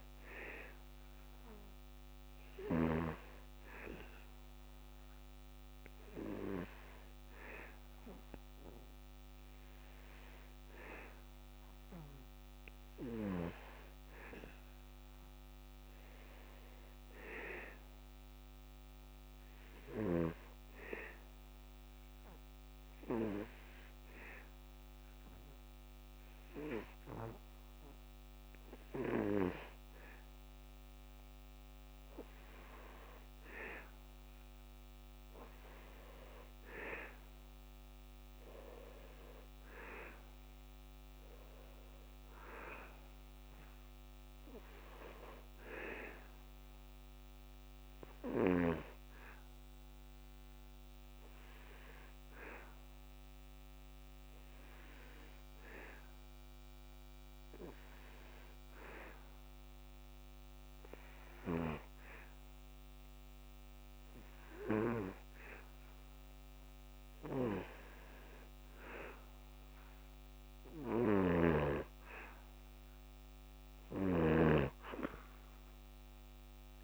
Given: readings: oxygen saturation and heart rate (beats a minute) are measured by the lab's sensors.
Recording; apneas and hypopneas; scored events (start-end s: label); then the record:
breathing in sleep by a microphone on the trachea; 2
4.00-23.00 s: oxygen desaturation (device-marked, oxygen 93% before, 89% lowest, heart rate 73 before, 75 extreme)
20.00-31.00 s: hypopnea (oxygen 93% before, 87% lowest, heart rate 74 before, 75 extreme, up 2 after)
38.50-43.00 s: arousal
48.00-59.00 s: oxygen desaturation (device-marked, oxygen 91% before, 87% lowest, heart rate 76 before, 72 extreme)
54.00-68.00 s: hypopnea (oxygen 91% before, 87% lowest, heart rate 76 before, 72 extreme, up 0 after)
70.50-75.00 s: arousal
From the record:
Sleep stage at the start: N2 (light sleep); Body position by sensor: on the back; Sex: male